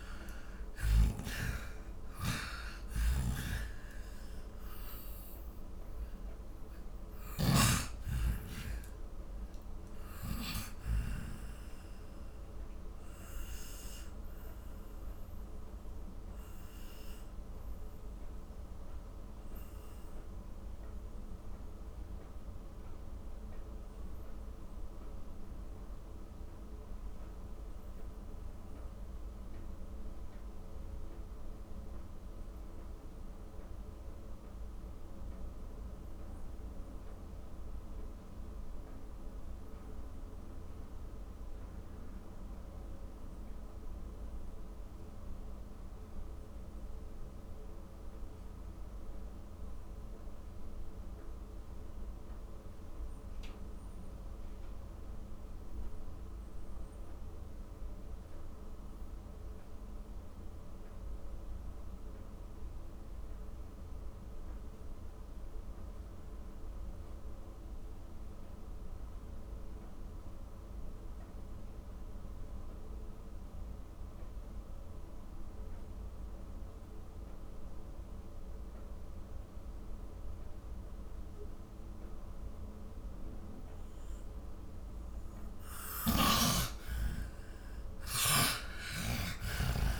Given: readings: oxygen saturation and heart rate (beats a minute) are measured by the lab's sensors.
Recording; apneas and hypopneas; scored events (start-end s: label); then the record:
breathing in sleep by a room microphone; 1
0.00-7.50 s: snoring (device-marked)
0.00-38.00 s: oxygen desaturation (device-marked, oxygen 82% lowest, heart rate 34 extreme)
13.00-85.50 s: mixed apnea (oxygen 97% before, 79% lowest, heart rate 69 before, 34 extreme, up 28 after)
76.00-90.00 s: oxygen desaturation (device-marked, oxygen 97% before, 79% lowest, heart rate 46 before, 40 extreme)
86.00-89.50 s: snoring (device-marked)
87.00-90.00 s: arousal
From the record:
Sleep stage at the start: N2 (light sleep); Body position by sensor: on the back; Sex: male